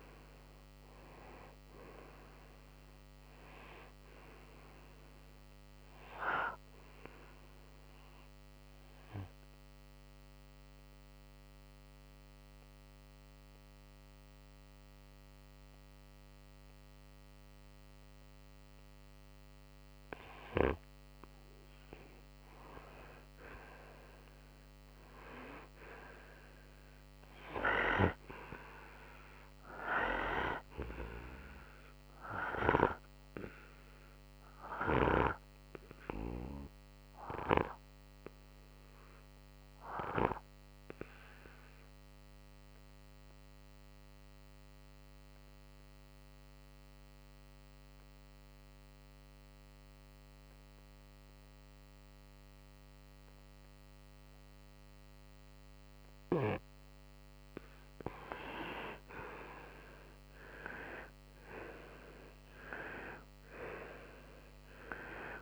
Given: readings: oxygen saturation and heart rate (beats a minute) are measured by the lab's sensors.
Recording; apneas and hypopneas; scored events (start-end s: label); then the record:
breathing in sleep by a microphone on the trachea; 2
7.50-20.00 s: obstructive apnea (oxygen 97% before, 91% lowest, heart rate 65 before, 59 extreme, up 4 after)
15.00-26.00 s: oxygen desaturation (device-marked, oxygen 96% before, 92% lowest, heart rate 65 before, 60 extreme)
23.50-27.50 s: arousal
33.00-57.00 s: obstructive apnea (oxygen 96% before, 90% lowest, heart rate 61 before, 62 extreme, up 7 after)
41.00-51.00 s: oxygen desaturation (device-marked, oxygen 96% before, 92% lowest, heart rate 63 before, 62 extreme)
60.00-64.00 s: arousal
From the record:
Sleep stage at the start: N2 (light sleep); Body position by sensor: on the right side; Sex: male